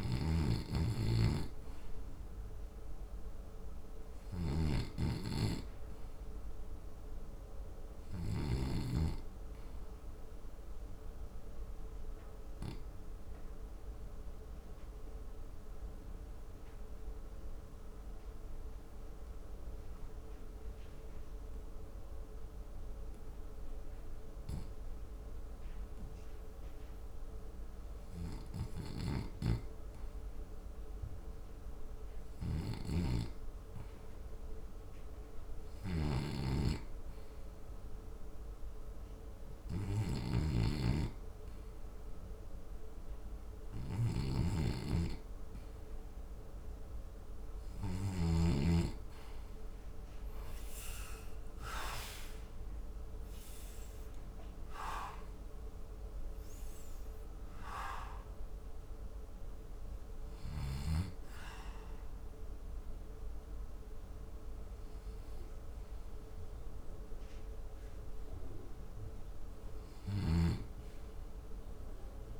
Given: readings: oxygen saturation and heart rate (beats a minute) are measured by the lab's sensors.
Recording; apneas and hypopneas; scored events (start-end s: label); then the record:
breathing in sleep by a room microphone; 1
0.00-3.00 s: arousal
0.00-4.50 s: snoring (device-marked)
0.00-36.00 s: oxygen desaturation (device-marked, oxygen 76% lowest, heart rate 54 extreme)
10.50-29.50 s: mixed apnea (oxygen 93% before, 72% lowest, heart rate 59 before, 54 extreme, up 2 after)
41.00-68.00 s: oxygen desaturation (device-marked, oxygen 86% before, 72% lowest, heart rate 58 before, 62 extreme)
41.00-72.39 s: new sleep stage, N2 (light sleep)
50.50-56.00 s: arousal
From the record:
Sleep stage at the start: REM sleep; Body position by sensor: on the left side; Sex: male